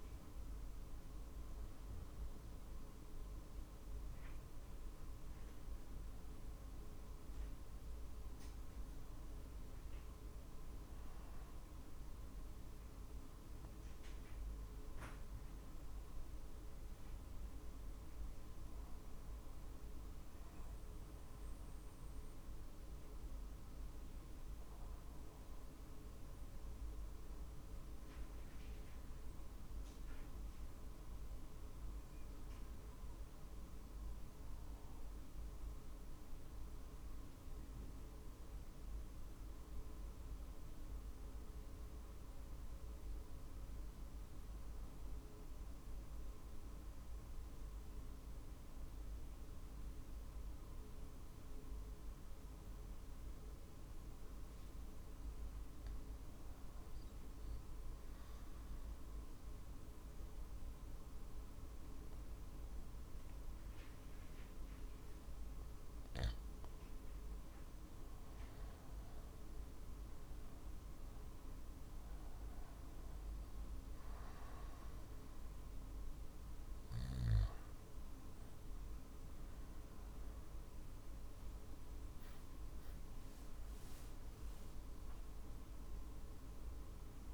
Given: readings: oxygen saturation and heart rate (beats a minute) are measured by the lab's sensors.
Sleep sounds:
breathing in sleep, hard to hear, by a room microphone; 1
0.00-1.50 s: drop in pulse transit time (device-marked, heart rate 49 extreme)
17.50-39.50 s: oxygen desaturation (device-marked, oxygen 95% before, 88% lowest, heart rate 48 before, 46 extreme)
24.00-65.50 s: obstructive apnea (oxygen 95% before, 88% lowest, heart rate 46 before, 46 extreme, up 2 after)
69.00-73.00 s: arousal
From the record:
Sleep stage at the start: N2 (light sleep); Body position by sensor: on the back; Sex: male

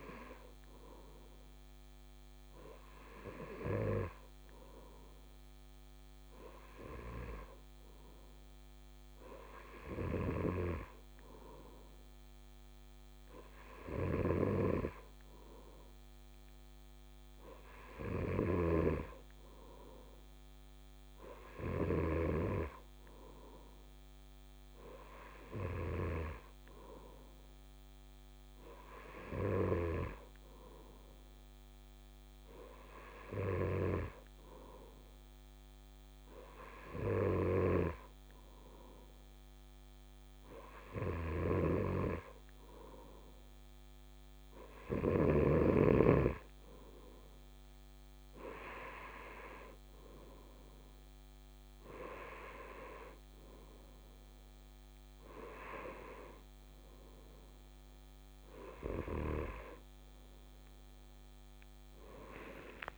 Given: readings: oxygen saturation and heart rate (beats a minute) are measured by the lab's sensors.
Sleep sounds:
breathing in sleep by a microphone on the trachea; none
18.50-22.50 s: snoring (device-marked)
49.00-62.98 s: new sleep stage, N2 (light sleep)
From the record:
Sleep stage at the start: N3 (deep sleep); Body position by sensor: on the right side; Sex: male

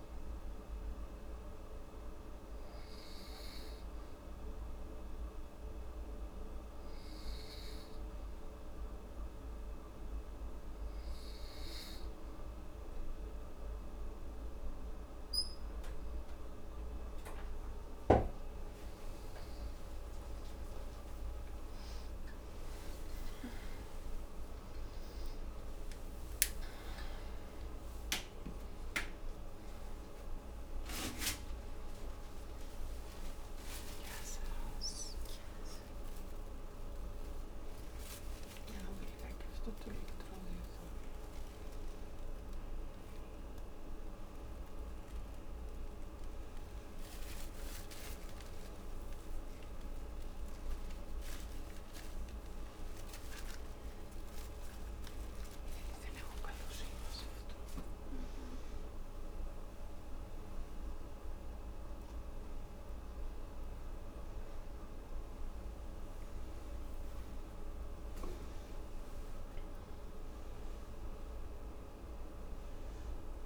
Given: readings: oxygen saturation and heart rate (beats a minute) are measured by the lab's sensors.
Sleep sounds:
a person awake in a sleep study, hard to hear, by a room microphone; 1
5.50-17.00 s: hypopnea (oxygen 95% before, 93% lowest, heart rate 74 before, 72 extreme, up 4 after)
33.00-73.46 s: new sleep stage, awake
From the record:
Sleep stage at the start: N2 (light sleep); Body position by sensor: on the right side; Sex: female

